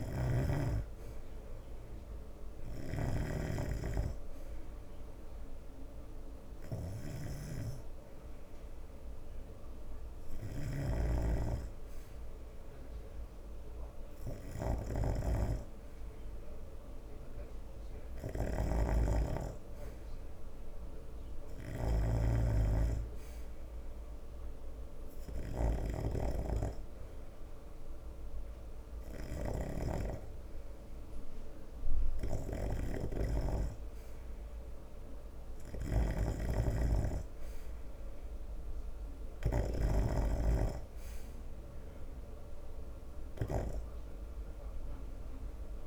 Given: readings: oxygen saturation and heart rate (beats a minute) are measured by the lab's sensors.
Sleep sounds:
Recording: breathing in sleep by a room microphone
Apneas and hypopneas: 1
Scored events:
0.00-45.87 s: snoring (device-marked)
2.00-13.50 s: hypopnea (oxygen 92% before, 88% lowest, heart rate 78 before, 74 extreme, up 2 after)
16.00-18.50 s: arousal
18.50-45.87 s: new sleep stage, N3 (deep sleep)
From the record:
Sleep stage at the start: N2 (light sleep)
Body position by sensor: on the right side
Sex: male

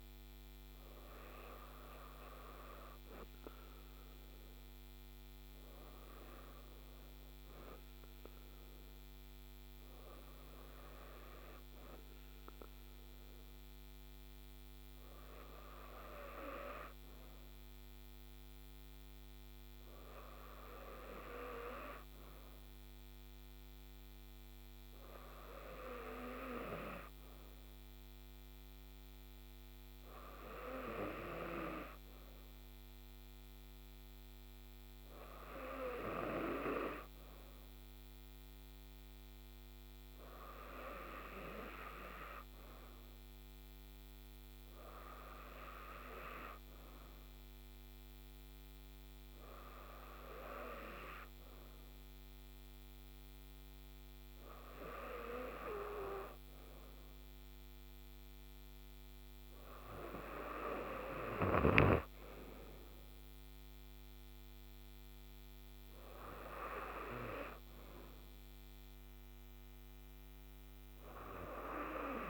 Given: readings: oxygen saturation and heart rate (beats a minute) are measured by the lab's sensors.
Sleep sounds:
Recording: breathing in sleep by a microphone on the trachea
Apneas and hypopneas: none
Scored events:
none scored
From the record:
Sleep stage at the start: N2 (light sleep)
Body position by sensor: on the right side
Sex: female

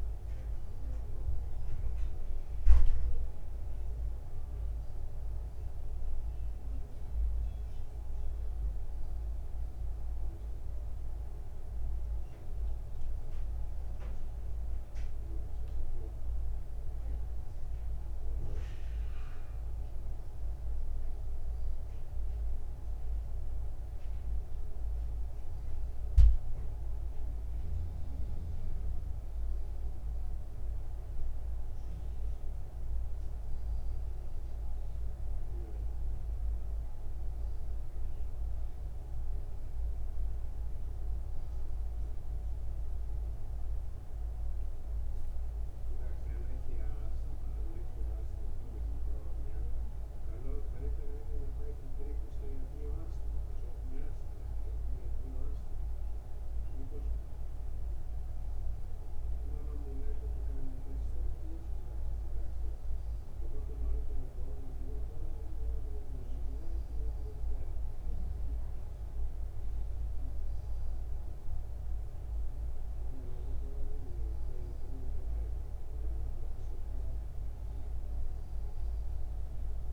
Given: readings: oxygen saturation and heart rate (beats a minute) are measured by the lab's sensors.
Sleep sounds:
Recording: breathing in sleep by a room microphone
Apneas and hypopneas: none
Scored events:
45.00-48.50 s: arousal
From the record:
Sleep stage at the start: N1 (lightest sleep)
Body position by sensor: on the back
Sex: male

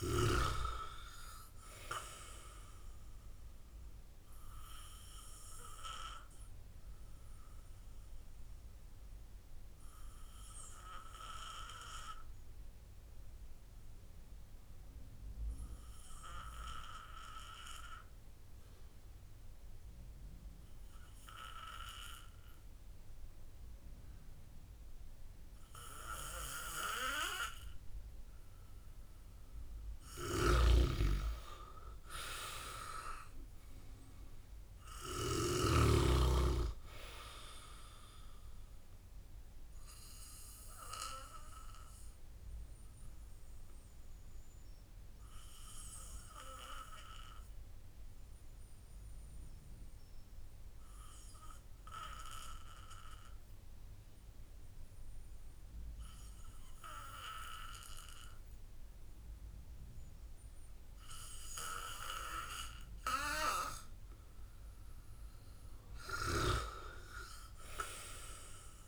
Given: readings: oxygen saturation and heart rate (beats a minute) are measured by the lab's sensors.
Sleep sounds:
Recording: breathing in sleep by a room microphone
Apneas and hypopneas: 2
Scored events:
6.00-28.00 s: obstructive apnea (oxygen 96% before, 93% lowest)
29.50-52.50 s: oxygen desaturation (device-marked, oxygen 97% before, 93% lowest)
30.00-34.50 s: arousal
39.50-64.50 s: obstructive apnea (oxygen 97% before, 92% lowest)
65.50-68.88 s: oxygen desaturation (device-marked, oxygen 97% before, 93% lowest)
67.00-68.88 s: arousal
From the record:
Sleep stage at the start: N2 (light sleep)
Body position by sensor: on the back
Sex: male

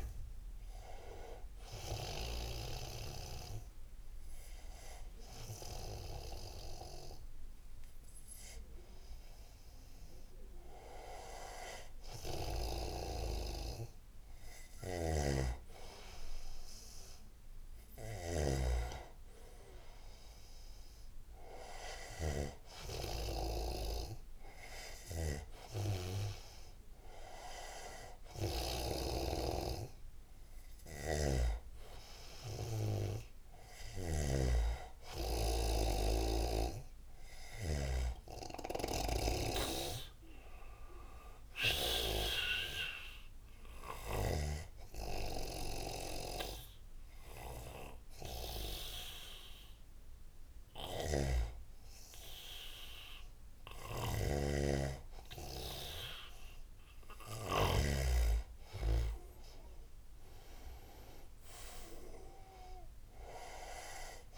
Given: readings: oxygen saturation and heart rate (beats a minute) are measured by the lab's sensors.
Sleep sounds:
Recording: breathing in sleep by a room microphone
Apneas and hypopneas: 2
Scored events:
0.00-2.50 s: oxygen desaturation (device-marked, oxygen 92% lowest, heart rate 75 extreme)
2.50-13.50 s: hypopnea (oxygen 98% before, 94% lowest, heart rate 109 before, 75 extreme, up 9 after)
15.00-38.00 s: snoring (device-marked)
16.00-19.50 s: arousal
41.50-55.50 s: hypopnea (oxygen 98% before, 86% lowest, heart rate 79 before, 75 extreme, up 8 after)
51.00-58.00 s: snoring (device-marked)
57.50-60.50 s: arousal
From the record:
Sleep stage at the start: N2 (light sleep)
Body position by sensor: on the right side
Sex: male

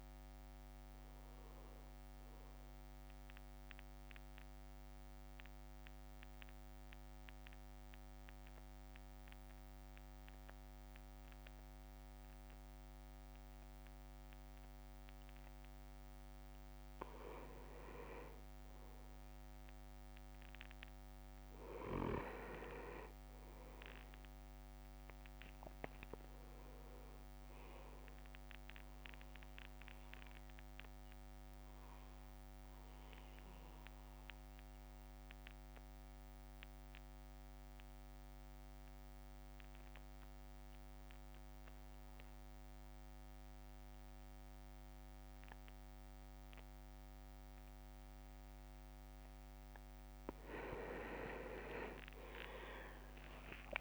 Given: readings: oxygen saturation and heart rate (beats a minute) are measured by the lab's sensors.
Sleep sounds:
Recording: breathing in sleep by a microphone on the trachea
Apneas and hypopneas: 2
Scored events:
0.00-1.50 s: drop in pulse transit time (device-marked, heart rate 55 extreme)
3.50-17.00 s: obstructive apnea (oxygen 98% before, 94% lowest, heart rate 58 before, 51 extreme, up 2 after)
21.00-25.00 s: arousal
23.00-24.50 s: leg movement (device-marked)
24.50-26.00 s: leg movement (device-marked)
30.50-49.00 s: mixed apnea (oxygen 100% before, 95% lowest, heart rate 59 before, 51 extreme, up 8 after)
50.50-53.81 s: leg movement (device-marked)
51.50-53.81 s: drop in pulse transit time (device-marked, heart rate 54 before, 56 extreme)
From the record:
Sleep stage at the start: N2 (light sleep)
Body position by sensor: on the back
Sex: male

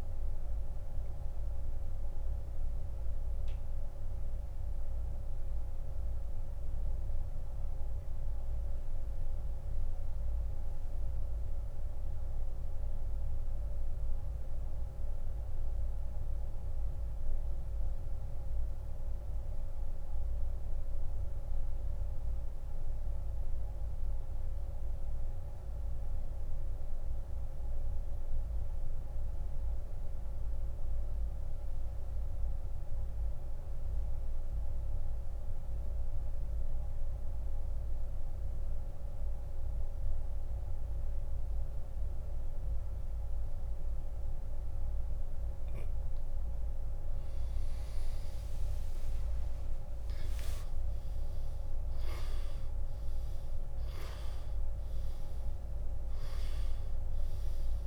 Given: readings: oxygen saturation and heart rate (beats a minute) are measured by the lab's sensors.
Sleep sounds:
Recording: breathing in sleep, hard to hear, by a room microphone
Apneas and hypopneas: 1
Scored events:
0.00-16.50 s: oxygen desaturation (device-marked, oxygen 89% lowest, heart rate 64 extreme)
2.50-45.50 s: mixed apnea (oxygen 97% before, 81% lowest, heart rate 77 before, 51 extreme, up 29 after)
18.50-35.50 s: oxygen desaturation (device-marked, oxygen 91% before, 85% lowest, heart rate 84 before, 57 extreme)
48.00-51.50 s: arousal
51.50-57.86 s: oxygen desaturation (device-marked, oxygen 97% before, 89% lowest, heart rate 81 before, 51 extreme)
From the record:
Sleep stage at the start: N2 (light sleep)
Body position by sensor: on the back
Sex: male

